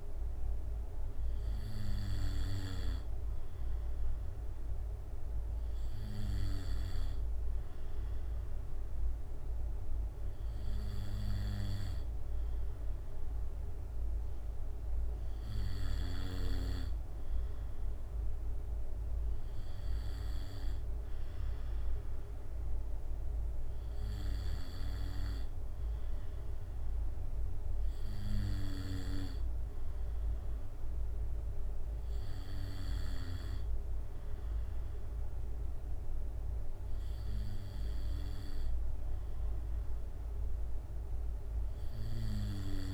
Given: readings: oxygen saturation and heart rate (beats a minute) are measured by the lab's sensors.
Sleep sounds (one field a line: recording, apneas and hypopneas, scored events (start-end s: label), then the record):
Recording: breathing in sleep by a room microphone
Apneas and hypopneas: none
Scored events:
none scored
From the record:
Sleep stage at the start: N2 (light sleep)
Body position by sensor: on the back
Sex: male